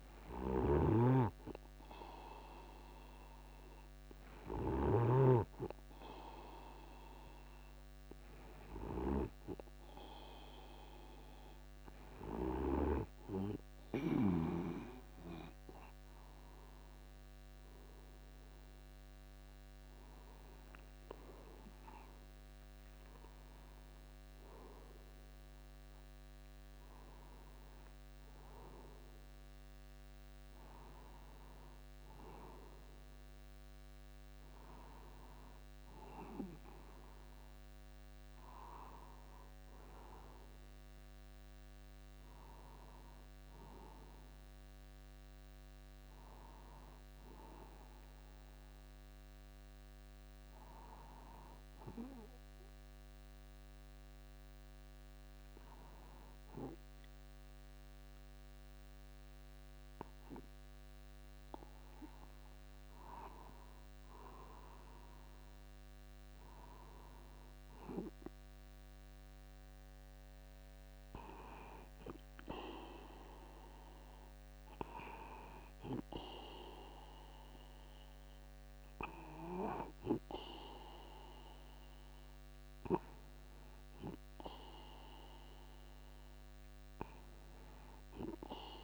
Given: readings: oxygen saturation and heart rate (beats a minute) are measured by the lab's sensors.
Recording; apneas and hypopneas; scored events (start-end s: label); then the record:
breathing in sleep by a microphone on the trachea; 1
1.00-3.00 s: long interval between heartbeats (device-marked)
1.00-5.50 s: snoring (device-marked)
9.00-11.00 s: long interval between heartbeats (device-marked)
12.50-14.50 s: long interval between heartbeats (device-marked)
37.50-42.50 s: arousal
50.50-64.00 s: hypopnea (oxygen 97% before, 96% lowest)
57.00-59.00 s: long interval between heartbeats (device-marked)
69.00-73.00 s: arousal
83.50-85.50 s: long interval between heartbeats (device-marked)
From the record:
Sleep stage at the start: N2 (light sleep); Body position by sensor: upright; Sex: male